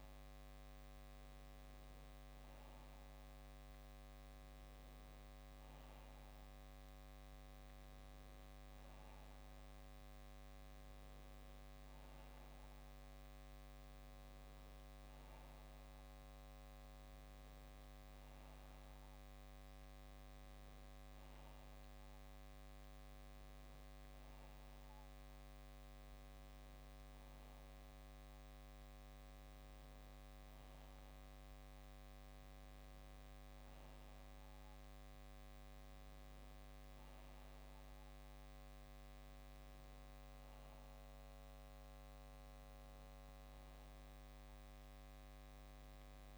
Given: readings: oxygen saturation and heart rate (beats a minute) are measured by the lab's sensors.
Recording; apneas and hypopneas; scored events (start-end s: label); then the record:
breathing in sleep, hard to hear, by a microphone on the trachea; none
none scored
From the record:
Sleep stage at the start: N2 (light sleep); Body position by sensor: on the back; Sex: male